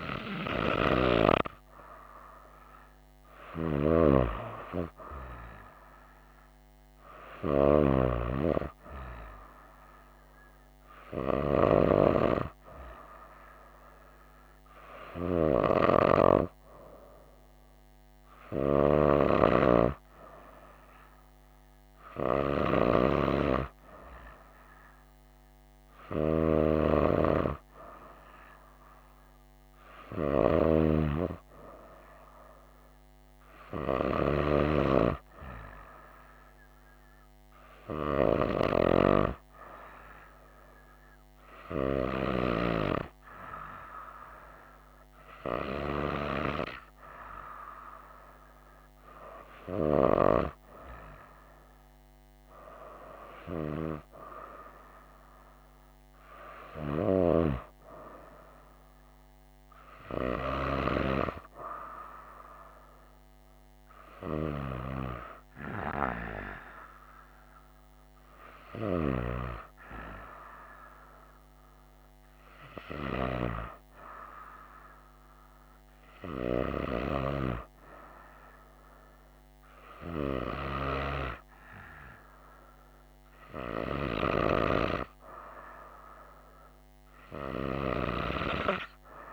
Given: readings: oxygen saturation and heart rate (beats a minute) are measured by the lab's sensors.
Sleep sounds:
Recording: breathing in sleep by a microphone on the trachea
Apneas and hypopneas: none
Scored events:
none scored
From the record:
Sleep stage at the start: N2 (light sleep)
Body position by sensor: on the right side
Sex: female

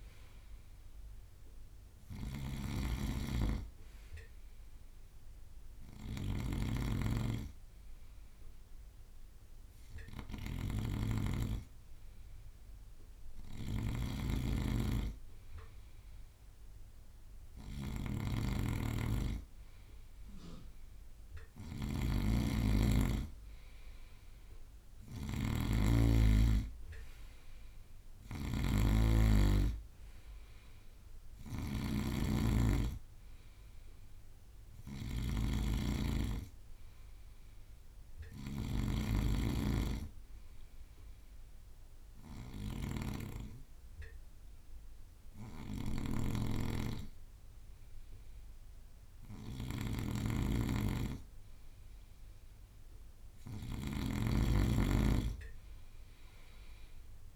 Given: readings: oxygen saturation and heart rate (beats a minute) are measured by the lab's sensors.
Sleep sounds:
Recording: breathing in sleep by a room microphone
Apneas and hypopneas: 1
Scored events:
0.00-2.50 s: arousal
0.00-24.50 s: bradycardia (device-marked, heart rate 50 extreme)
0.00-57.36 s: snoring (device-marked)
27.50-44.50 s: bradycardia (device-marked, heart rate 57 before, 52 extreme)
41.00-52.00 s: obstructive apnea (oxygen 96% before, 94% lowest, heart rate 56 before, 48 extreme, up 1 after)
45.50-57.36 s: bradycardia (device-marked, heart rate 57 before, 55 extreme)
55.50-57.36 s: arousal
From the record:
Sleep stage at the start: N2 (light sleep)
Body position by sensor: on the right side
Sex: male

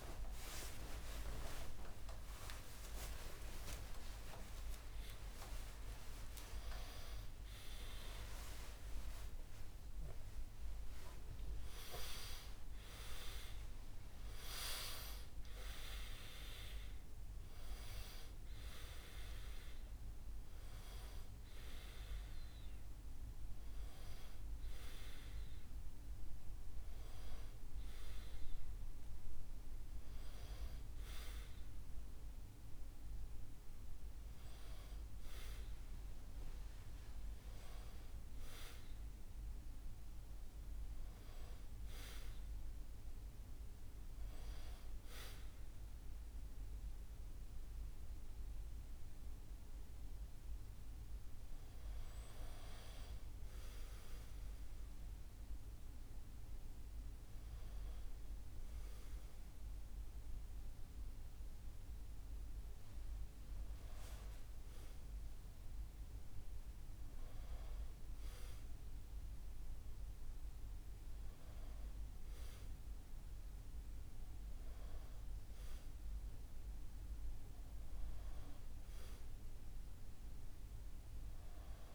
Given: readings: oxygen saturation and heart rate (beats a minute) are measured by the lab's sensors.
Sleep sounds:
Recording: a person awake in a sleep study, by a room microphone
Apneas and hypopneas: none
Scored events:
14.00-30.00 s: oxygen desaturation (device-marked, oxygen 99% before, 93% lowest, heart rate 114 before, 74 extreme)
From the record:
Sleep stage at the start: awake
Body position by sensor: on the back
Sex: male

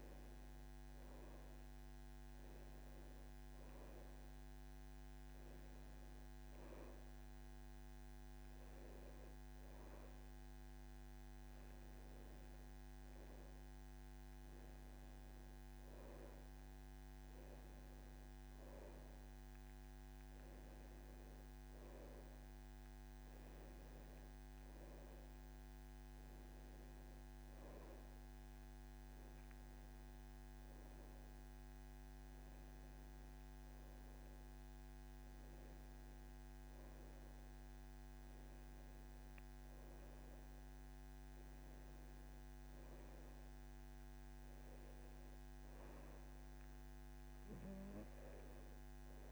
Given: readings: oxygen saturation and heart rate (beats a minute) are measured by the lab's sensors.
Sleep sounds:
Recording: breathing in sleep, hard to hear, by a microphone on the trachea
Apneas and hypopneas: none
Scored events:
none scored
From the record:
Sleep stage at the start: N2 (light sleep)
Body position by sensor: on the back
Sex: male

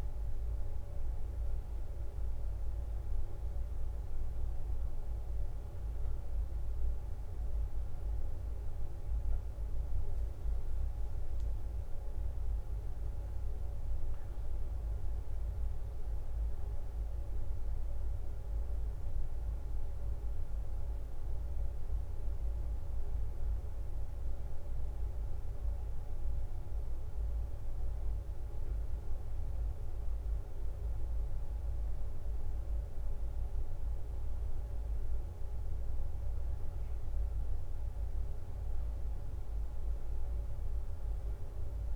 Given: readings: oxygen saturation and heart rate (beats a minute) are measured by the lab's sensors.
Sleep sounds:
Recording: a person awake in a sleep study, hard to hear, by a room microphone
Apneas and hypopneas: none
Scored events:
0.00-4.50 s: leg movement (device-marked)
From the record:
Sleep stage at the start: awake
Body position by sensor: on the back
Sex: female

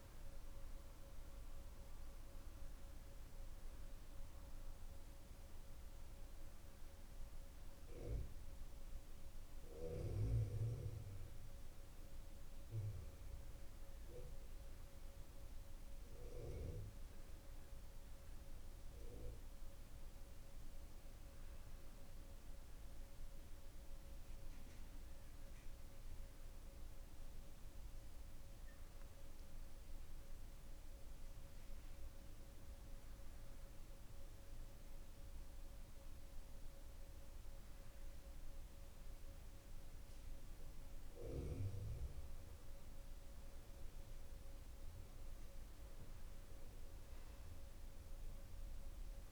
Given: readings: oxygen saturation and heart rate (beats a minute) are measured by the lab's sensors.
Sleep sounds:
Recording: breathing in sleep by a room microphone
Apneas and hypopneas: none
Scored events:
none scored
From the record:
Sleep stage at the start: N2 (light sleep)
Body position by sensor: on the back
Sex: male

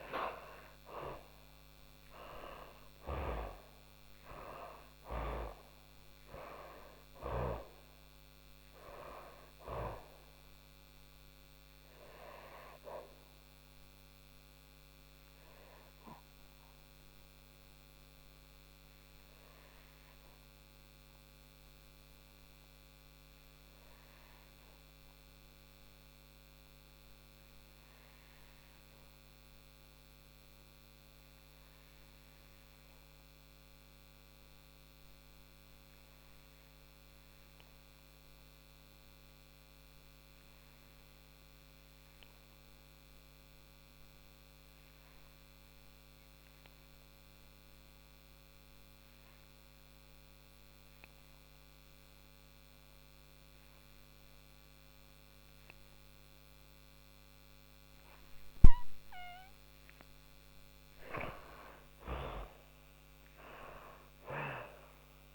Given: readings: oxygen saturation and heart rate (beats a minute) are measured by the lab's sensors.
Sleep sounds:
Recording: breathing in sleep by a microphone on the trachea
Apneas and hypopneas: 1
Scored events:
0.00-26.00 s: oxygen desaturation (device-marked, oxygen 82% lowest, heart rate 43 extreme)
9.50-51.50 s: hypopnea (oxygen 97% before, 82% lowest, heart rate 112 before, 43 extreme)
47.00-65.35 s: oxygen desaturation (device-marked, oxygen 98% before, 83% lowest, heart rate 50 before, 50 extreme)
60.00-65.00 s: arousal
From the record:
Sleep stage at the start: N2 (light sleep)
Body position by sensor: on the back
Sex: female

